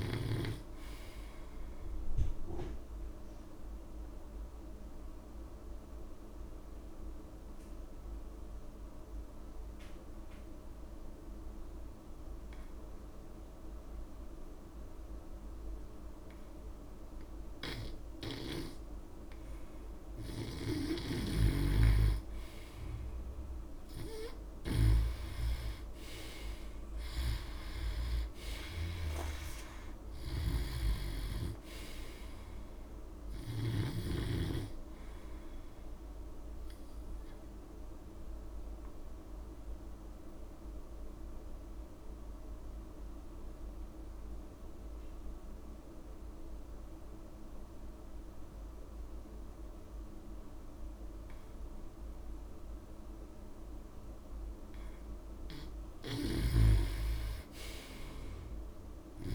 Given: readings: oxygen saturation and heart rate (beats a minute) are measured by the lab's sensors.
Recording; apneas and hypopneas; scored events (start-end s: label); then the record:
breathing in sleep by a room microphone; 2
0.00-10.50 s: oxygen desaturation (device-marked, oxygen 88% lowest)
4.00-20.00 s: obstructive apnea (oxygen 98% before, 87% lowest)
18.00-25.00 s: snoring (device-marked)
21.50-47.50 s: oxygen desaturation (device-marked, oxygen 97% before, 89% lowest)
22.50-25.50 s: arousal
37.00-54.50 s: obstructive apnea (oxygen 97% before, 87% lowest)
56.00-59.00 s: arousal
56.00-59.34 s: snoring (device-marked)
From the record:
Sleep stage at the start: N2 (light sleep); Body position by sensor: on the back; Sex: male